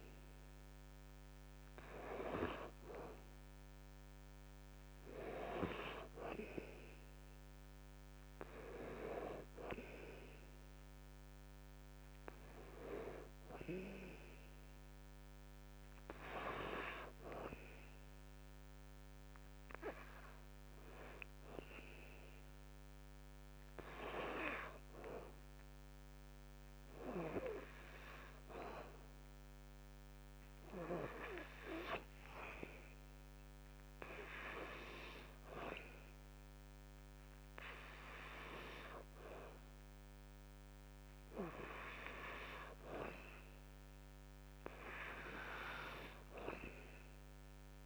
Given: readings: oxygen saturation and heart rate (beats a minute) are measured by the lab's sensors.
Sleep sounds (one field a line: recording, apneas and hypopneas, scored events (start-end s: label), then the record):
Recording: breathing in sleep by a microphone on the trachea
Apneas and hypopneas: none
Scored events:
none scored
From the record:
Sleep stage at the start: N2 (light sleep)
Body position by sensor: on the back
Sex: male